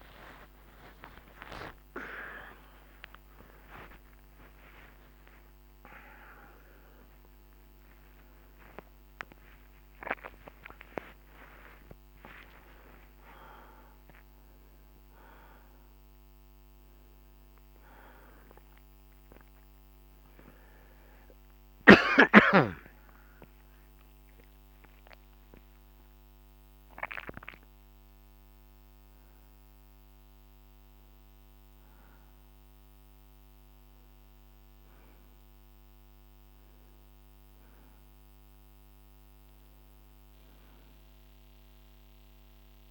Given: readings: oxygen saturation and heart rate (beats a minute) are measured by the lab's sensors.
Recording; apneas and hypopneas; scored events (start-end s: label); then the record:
a person awake in a sleep study, by a microphone on the trachea; none
7.00-37.00 s: new sleep stage, awake
37.00-42.91 s: new sleep stage, N1 (lightest sleep)
From the record:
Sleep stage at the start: N2 (light sleep); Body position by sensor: on the right side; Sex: male